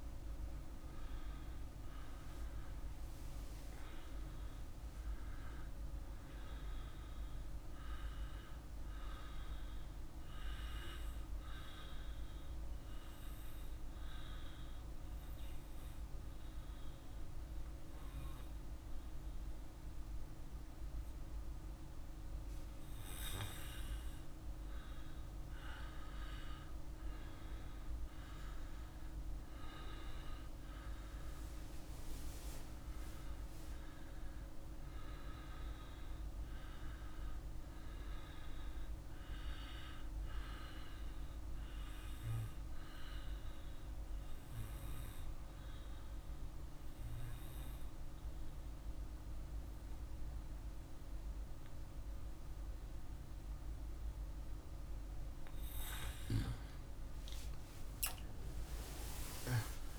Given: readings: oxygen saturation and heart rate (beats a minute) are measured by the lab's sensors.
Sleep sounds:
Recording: breathing in sleep by a room microphone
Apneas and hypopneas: 2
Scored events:
13.00-24.50 s: obstructive apnea (oxygen 97% before, 94% lowest, heart rate 57 before, 55 extreme, up 1 after)
25.00-29.50 s: arousal
43.00-55.50 s: obstructive apnea (oxygen 97% before, 94% lowest, heart rate 56 before, 54 extreme, up 21 after)
57.00-59.98 s: arousal
From the record:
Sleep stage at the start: N2 (light sleep)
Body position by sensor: on the right side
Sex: male

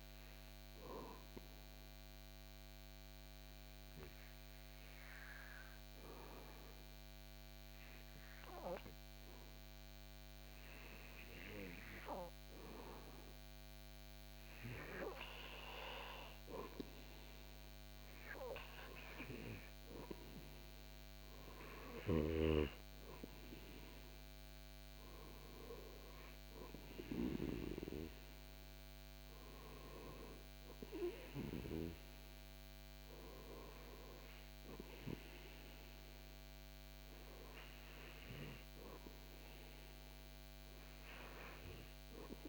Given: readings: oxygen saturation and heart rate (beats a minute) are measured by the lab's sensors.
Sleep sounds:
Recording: breathing in sleep by a microphone on the trachea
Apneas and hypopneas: 1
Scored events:
0.50-16.50 s: obstructive apnea (oxygen 98% before, 92% lowest, heart rate 73 before, 71 extreme, up 12 after)
12.00-42.49 s: oxygen desaturation (device-marked, oxygen 98% before, 93% lowest, heart rate 72 before, 73 extreme)
19.00-23.00 s: arousal
From the record:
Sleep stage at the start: REM sleep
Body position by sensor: on the back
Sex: male

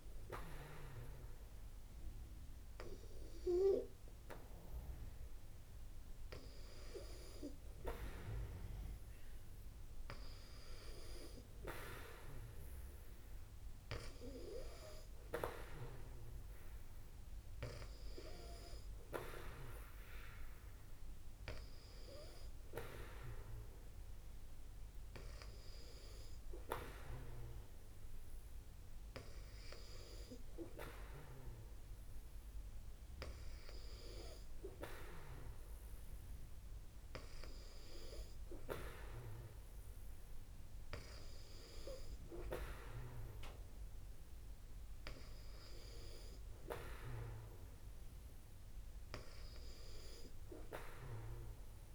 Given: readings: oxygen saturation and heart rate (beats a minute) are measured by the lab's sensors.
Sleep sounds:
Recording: breathing in sleep by a room microphone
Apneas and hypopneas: none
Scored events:
none scored
From the record:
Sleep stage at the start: N2 (light sleep)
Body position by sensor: on the back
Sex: female

